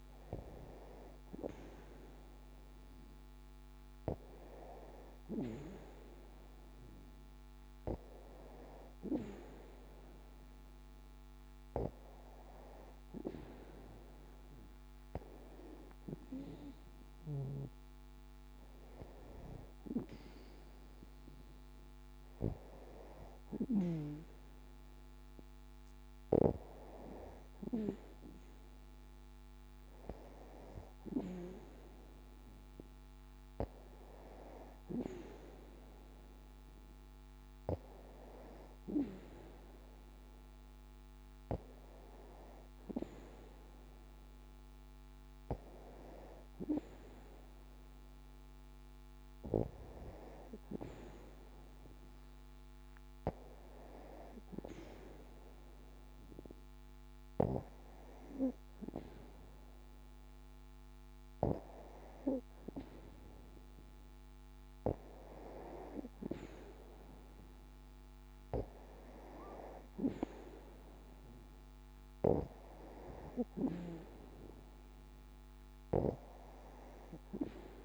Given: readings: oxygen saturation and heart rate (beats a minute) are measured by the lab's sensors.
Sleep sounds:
breathing in sleep by a microphone on the trachea; none
none scored
From the record:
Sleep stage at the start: N2 (light sleep); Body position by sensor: on the back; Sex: female

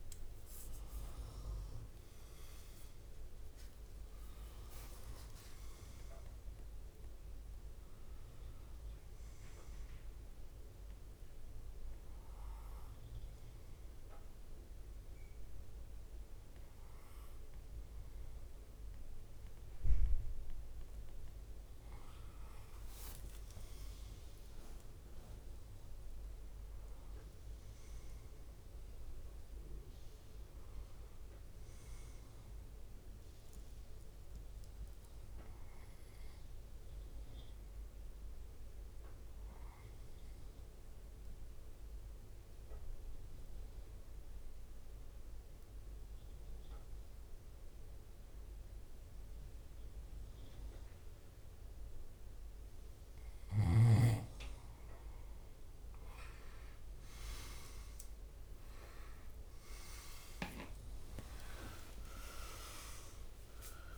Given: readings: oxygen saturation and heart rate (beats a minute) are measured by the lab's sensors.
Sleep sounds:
breathing in sleep by a room microphone; 2
9.50-20.00 s: hypopnea (oxygen 98% before, 94% lowest, heart rate 61 before, 57 extreme, up 6 after)
22.50-28.00 s: arousal
37.00-54.00 s: obstructive apnea (oxygen 97% before, 94% lowest, heart rate 60 before, 56 extreme, up 12 after)
60.00-63.98 s: leg movement (device-marked)
60.50-63.98 s: drop in pulse transit time (device-marked, heart rate 59 before, 58 extreme)
61.00-63.98 s: arousal
From the record:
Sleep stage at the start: N2 (light sleep); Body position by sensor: on the back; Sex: male

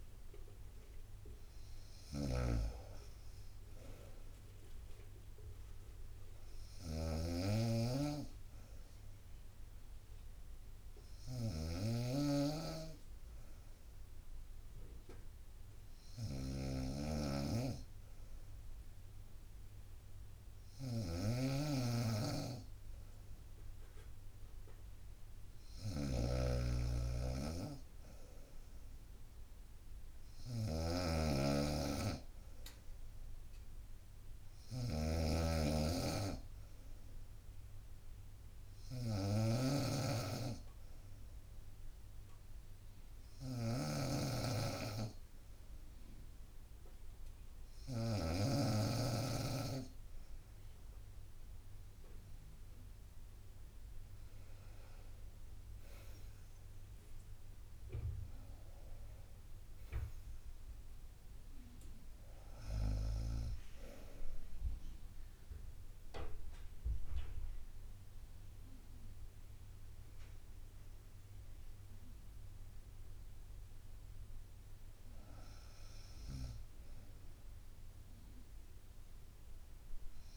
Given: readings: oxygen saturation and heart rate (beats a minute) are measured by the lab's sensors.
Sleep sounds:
breathing in sleep by a room microphone; 1
0.00-48.00 s: snoring (device-marked)
40.50-52.50 s: obstructive apnea (oxygen 95% before, 93% lowest, heart rate 65 before, 59 extreme, up 4 after)
53.50-65.50 s: drop in pulse transit time (device-marked, heart rate 66 before, 66 extreme)
56.50-60.00 s: arousal
65.50-68.50 s: bradycardia (device-marked, heart rate 65 before, 61 extreme)
From the record:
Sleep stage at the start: N2 (light sleep); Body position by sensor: on the right side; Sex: female

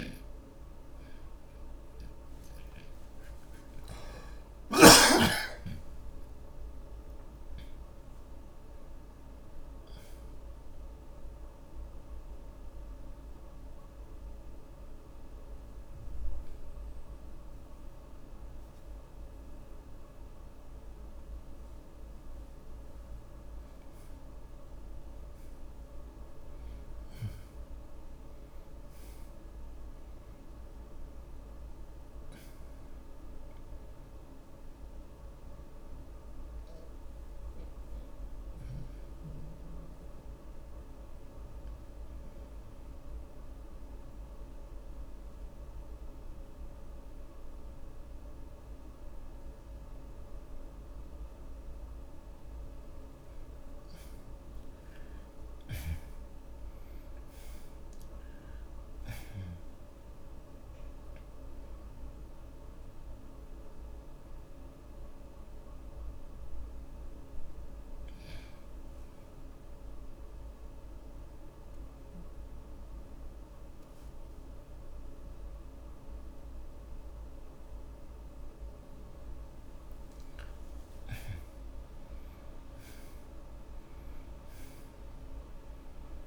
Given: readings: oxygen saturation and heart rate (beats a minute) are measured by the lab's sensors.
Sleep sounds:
breathing in sleep, hard to hear, by a room microphone; 3
0.00-5.50 s: snoring (device-marked)
0.00-6.00 s: oxygen desaturation (device-marked, oxygen 77% lowest)
4.50-9.00 s: arousal
10.50-23.00 s: mixed apnea (oxygen 96% before, 78% lowest)
25.00-29.50 s: arousal
35.50-50.50 s: obstructive apnea (oxygen 96% before, 78% lowest)
43.00-52.00 s: oxygen desaturation (device-marked, oxygen 96% before, 83% lowest)
54.00-58.50 s: arousal
59.00-78.00 s: oxygen desaturation (device-marked, oxygen 94% before, 78% lowest)
63.00-78.00 s: obstructive apnea (oxygen 96% before, 77% lowest)
80.50-85.00 s: arousal
From the record:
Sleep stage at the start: N2 (light sleep); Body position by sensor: on the back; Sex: male

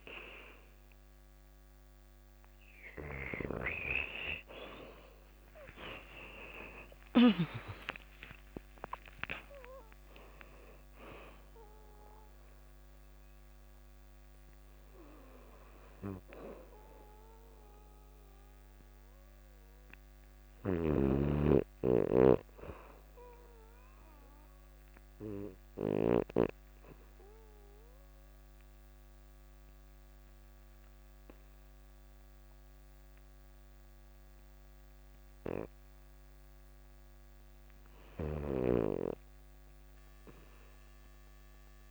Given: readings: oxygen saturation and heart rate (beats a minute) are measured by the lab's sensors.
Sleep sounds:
breathing in sleep by a microphone on the trachea; 1
0.50-19.50 s: oxygen desaturation (device-marked, oxygen 95% before, 81% lowest, heart rate 90 before, 84 extreme)
4.50-8.00 s: arousal
19.50-25.50 s: snoring (device-marked)
22.00-36.00 s: obstructive apnea (oxygen 98% before, 79% lowest, heart rate 94 before, 84 extreme, up 0 after)
32.50-41.90 s: oxygen desaturation (device-marked, oxygen 98% before, 79% lowest, heart rate 92 before, 84 extreme)
37.00-41.90 s: snoring (device-marked)
38.50-41.90 s: arousal
From the record:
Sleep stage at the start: REM sleep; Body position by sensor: on the back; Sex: female

